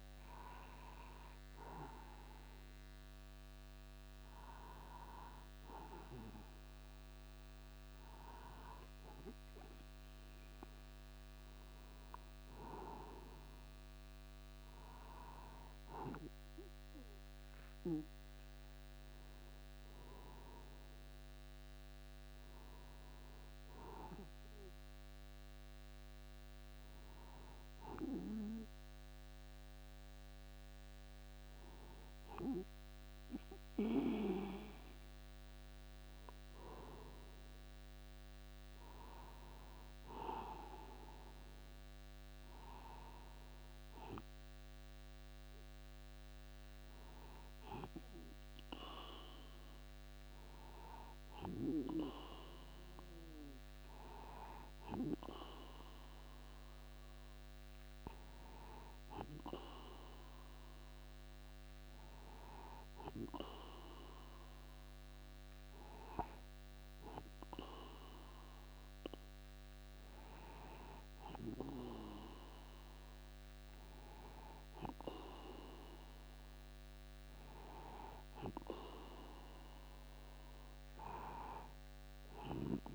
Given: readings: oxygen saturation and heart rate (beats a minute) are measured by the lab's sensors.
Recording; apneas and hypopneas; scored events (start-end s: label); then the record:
breathing in sleep by a microphone on the trachea; none
none scored
From the record:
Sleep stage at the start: N2 (light sleep); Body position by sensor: upright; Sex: male